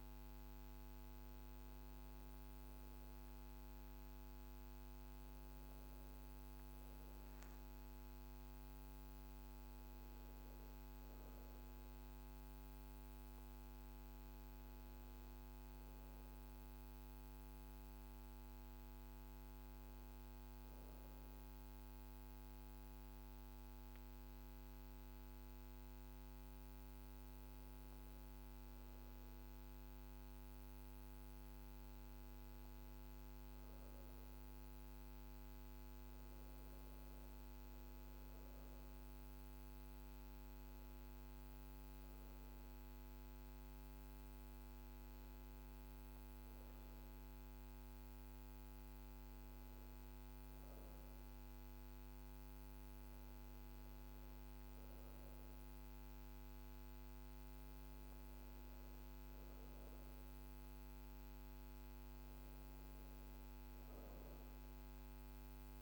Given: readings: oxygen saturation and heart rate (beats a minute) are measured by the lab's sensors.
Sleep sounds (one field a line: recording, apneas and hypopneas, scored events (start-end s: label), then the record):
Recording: breathing in sleep, hard to hear, by a microphone on the trachea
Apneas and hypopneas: 1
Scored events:
0.00-8.00 s: oxygen desaturation (device-marked, oxygen 85% lowest)
14.50-25.50 s: hypopnea (oxygen 98% before, 94% lowest)
28.50-32.00 s: arousal
42.00-65.82 s: new sleep stage, REM sleep
From the record:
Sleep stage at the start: N2 (light sleep)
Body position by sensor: on the back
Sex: female